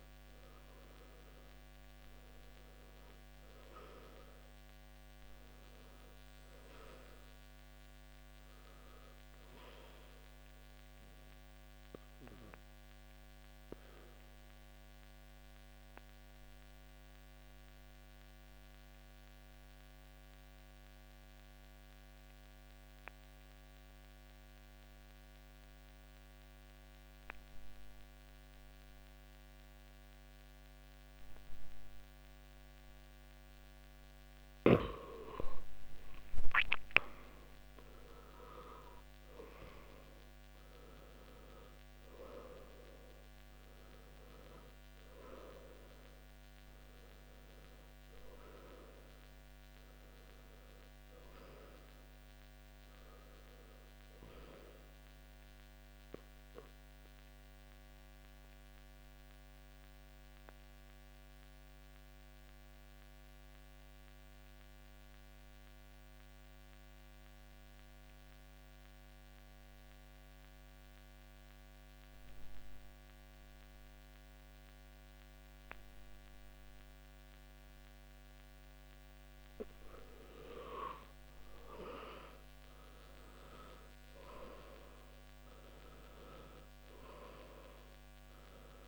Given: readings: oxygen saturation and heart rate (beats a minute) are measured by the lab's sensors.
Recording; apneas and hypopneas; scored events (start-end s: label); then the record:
breathing in sleep by a microphone on the trachea; 2
0.00-25.50 s: oxygen desaturation (device-marked, oxygen 81% lowest, heart rate 55 extreme)
9.50-35.50 s: obstructive apnea (oxygen 93% before, 81% lowest, heart rate 70 before, 53 extreme, up 14 after)
35.50-70.50 s: oxygen desaturation (device-marked, oxygen 100% before, 86% lowest, heart rate 59 before, 52 extreme)
37.50-41.50 s: arousal
55.00-82.00 s: obstructive apnea (oxygen 100% before, 86% lowest, heart rate 68 before, 52 extreme, up 9 after)
83.00-87.00 s: arousal
85.50-88.88 s: oxygen desaturation (device-marked, oxygen 97% before, 88% lowest, heart rate 60 before, 55 extreme)
From the record:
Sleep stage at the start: N2 (light sleep); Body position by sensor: on the back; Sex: male